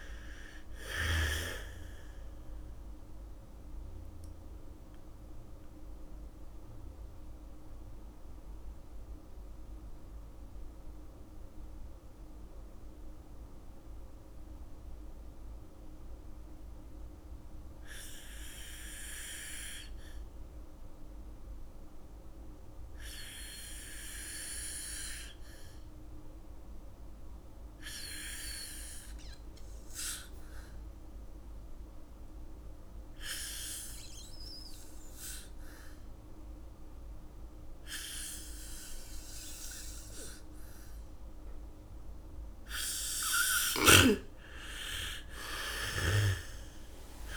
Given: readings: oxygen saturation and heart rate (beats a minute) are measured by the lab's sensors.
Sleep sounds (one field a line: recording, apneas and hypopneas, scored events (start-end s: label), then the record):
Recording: breathing in sleep by a room microphone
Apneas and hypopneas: 1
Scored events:
0.00-18.00 s: oxygen desaturation (device-marked, oxygen 77% lowest, heart rate 38 extreme)
4.00-43.00 s: mixed apnea (oxygen 99% before, 77% lowest, heart rate 57 before, 53 extreme, up 9 after)
28.00-47.37 s: oxygen desaturation (device-marked, oxygen 99% before, 84% lowest, heart rate 78 before, 47 extreme)
43.00-45.00 s: bradycardia (device-marked, heart rate 70 before, 60 extreme)
44.00-47.37 s: snoring (device-marked)
45.00-47.37 s: arousal
From the record:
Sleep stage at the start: N2 (light sleep)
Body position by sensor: on the back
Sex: female